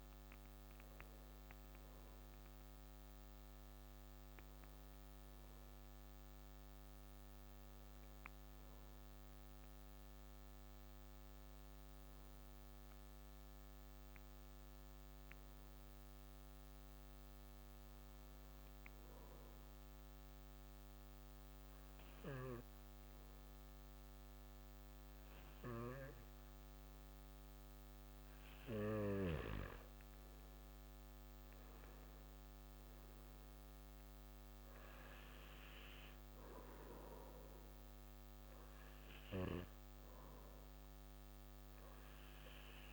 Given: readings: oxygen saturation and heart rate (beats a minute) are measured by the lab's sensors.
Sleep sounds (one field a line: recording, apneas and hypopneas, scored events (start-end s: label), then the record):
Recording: breathing in sleep by a microphone on the trachea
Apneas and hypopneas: 1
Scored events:
0.00-20.00 s: oxygen desaturation (device-marked, oxygen 95% before, 92% lowest)
15.50-28.00 s: obstructive apnea (oxygen 95% before, 93% lowest, heart rate 95 before, 136 extreme)
30.00-34.00 s: arousal
From the record:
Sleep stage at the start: N2 (light sleep)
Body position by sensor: on the back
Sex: male